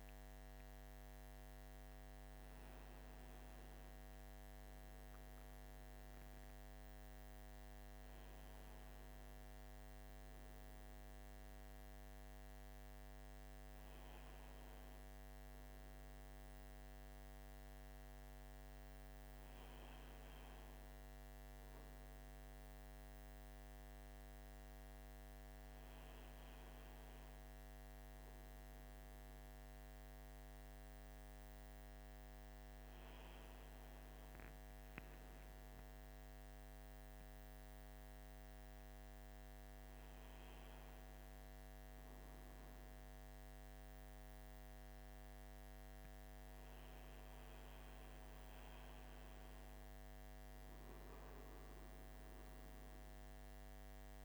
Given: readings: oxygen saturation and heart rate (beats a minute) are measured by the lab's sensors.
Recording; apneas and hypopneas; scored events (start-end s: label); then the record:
a person awake in a sleep study, hard to hear, by a microphone on the trachea; none
none scored
From the record:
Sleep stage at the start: awake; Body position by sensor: on the right side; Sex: male